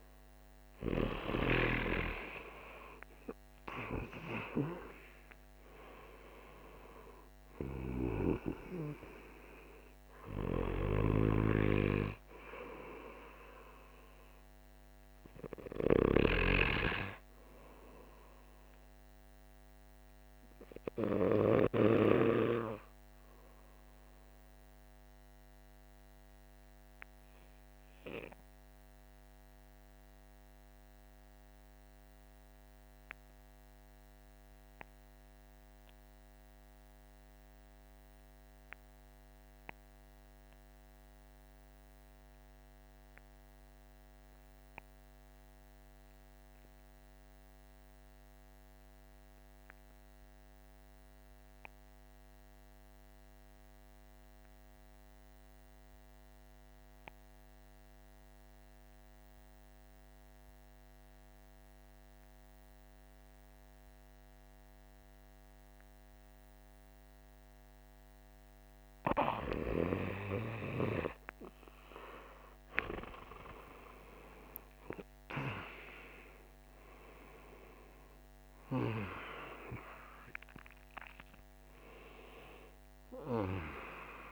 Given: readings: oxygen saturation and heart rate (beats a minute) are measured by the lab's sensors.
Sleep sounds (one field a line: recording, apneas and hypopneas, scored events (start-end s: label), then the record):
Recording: breathing in sleep by a microphone on the trachea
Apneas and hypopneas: 1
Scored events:
0.00-3.00 s: arousal
0.00-29.50 s: oxygen desaturation (device-marked, oxygen 76% lowest, heart rate 50 extreme)
27.00-68.50 s: obstructive apnea (oxygen 86% before, 70% lowest, heart rate 58 before, 51 extreme, up 16 after)
48.50-84.32 s: oxygen desaturation (device-marked, oxygen 98% before, 70% lowest, heart rate 52 before, 52 extreme)
82.50-84.32 s: new sleep stage, N1 (lightest sleep)
From the record:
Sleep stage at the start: REM sleep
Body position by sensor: on the back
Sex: male